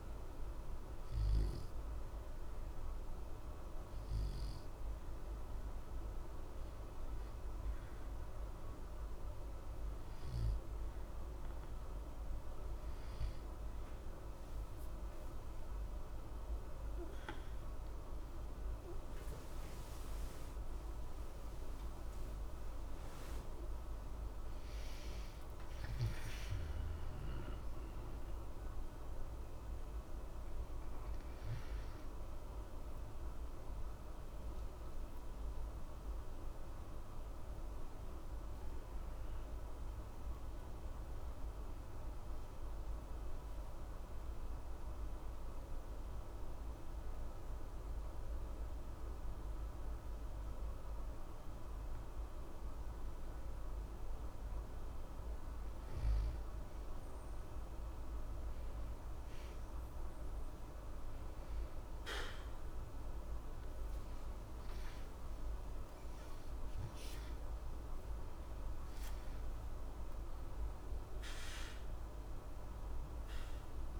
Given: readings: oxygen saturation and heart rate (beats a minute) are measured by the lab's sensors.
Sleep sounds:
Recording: breathing in sleep, hard to hear, by a room microphone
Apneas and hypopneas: 1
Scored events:
21.00-25.00 s: arousal
32.50-52.00 s: central apnea (oxygen 90% before, 88% lowest, heart rate 60 before, 60 extreme, up 0 after)
62.50-67.50 s: arousal
65.00-74.00 s: oxygen desaturation (device-marked, oxygen 95% before, 88% lowest, heart rate 60 before, 60 extreme)
From the record:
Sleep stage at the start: N2 (light sleep)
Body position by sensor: on the back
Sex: male

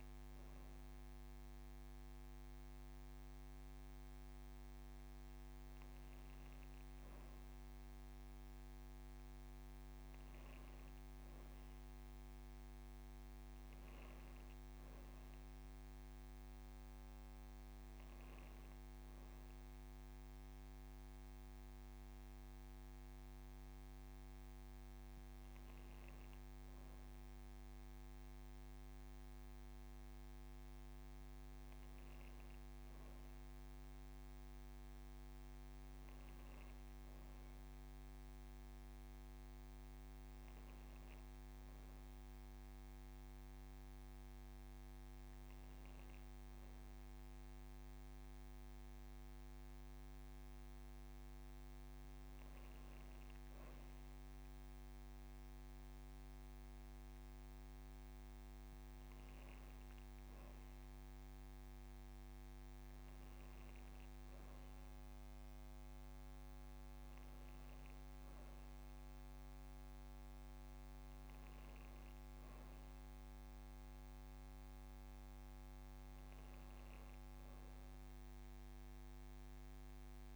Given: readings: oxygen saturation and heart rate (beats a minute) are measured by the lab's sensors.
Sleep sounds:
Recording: breathing in sleep, hard to hear, by a microphone on the trachea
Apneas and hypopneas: none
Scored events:
16.50-20.50 s: arousal
From the record:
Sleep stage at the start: N2 (light sleep)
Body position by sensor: on the back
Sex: female

